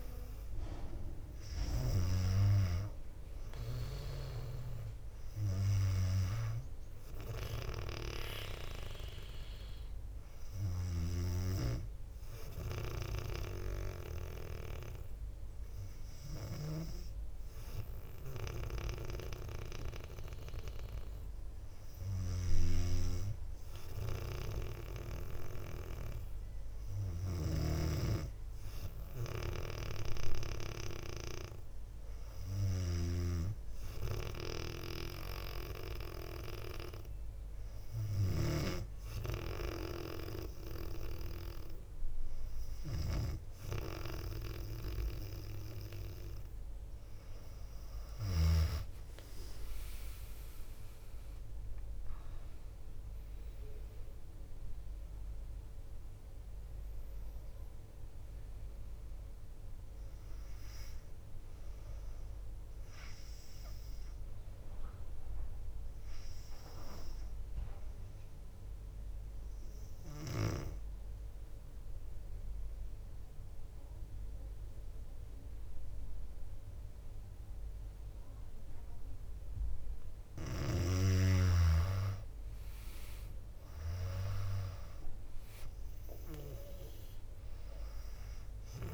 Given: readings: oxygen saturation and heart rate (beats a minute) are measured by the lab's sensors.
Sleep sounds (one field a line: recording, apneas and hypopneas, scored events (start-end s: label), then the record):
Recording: breathing in sleep by a room microphone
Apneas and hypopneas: 2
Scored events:
0.00-2.50 s: snoring (device-marked)
11.00-28.00 s: hypopnea (oxygen 97% before, 96% lowest, heart rate 63 before, 59 extreme, up 2 after)
11.00-39.00 s: snoring (device-marked)
30.50-34.00 s: arousal
49.00-54.00 s: arousal
69.50-80.00 s: obstructive apnea (oxygen 98% before, 94% lowest, heart rate 62 before, 60 extreme, up 5 after)
82.00-86.00 s: arousal
86.50-88.94 s: oxygen desaturation (device-marked, oxygen 99% before, 94% lowest, heart rate 61 before, 58 extreme)
From the record:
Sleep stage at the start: N2 (light sleep)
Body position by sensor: on the back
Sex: female